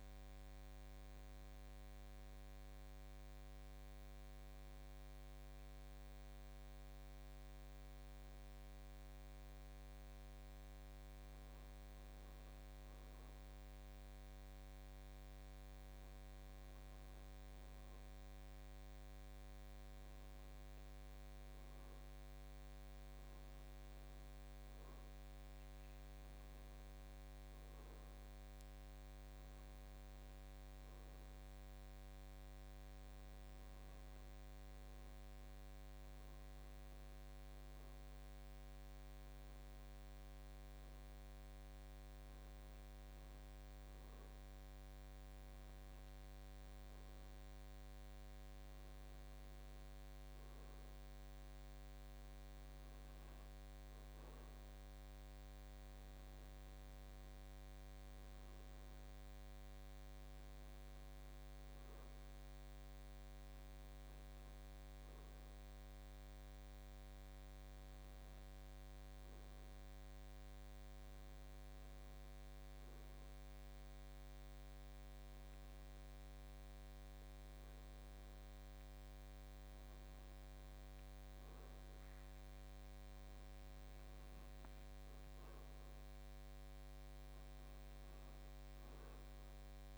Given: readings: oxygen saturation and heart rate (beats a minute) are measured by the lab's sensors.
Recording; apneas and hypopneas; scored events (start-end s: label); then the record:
a person awake in a sleep study, hard to hear, by a microphone on the trachea; none
60.00-89.98 s: new sleep stage, N1 (lightest sleep)
From the record:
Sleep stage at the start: awake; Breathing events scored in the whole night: 376 in 4.7 hours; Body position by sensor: on the back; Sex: male